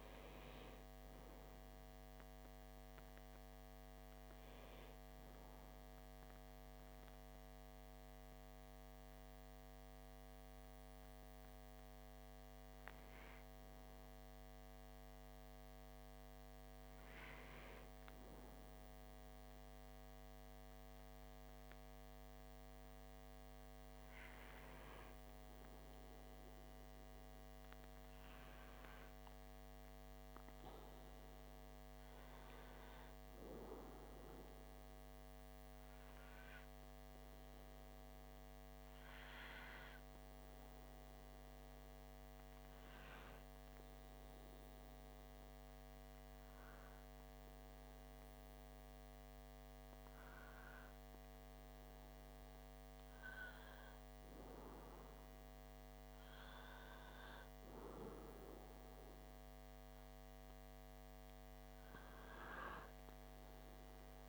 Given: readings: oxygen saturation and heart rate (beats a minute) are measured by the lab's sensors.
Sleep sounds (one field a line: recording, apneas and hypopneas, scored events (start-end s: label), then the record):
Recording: breathing in sleep, hard to hear, by a microphone on the trachea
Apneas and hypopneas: 2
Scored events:
4.50-16.00 s: hypopnea (oxygen 96% before, 95% lowest)
18.00-21.50 s: arousal
41.50-54.00 s: hypopnea (oxygen 98% before, 94% lowest)
57.00-61.50 s: arousal
From the record:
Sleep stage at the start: N1 (lightest sleep)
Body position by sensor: on the back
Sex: male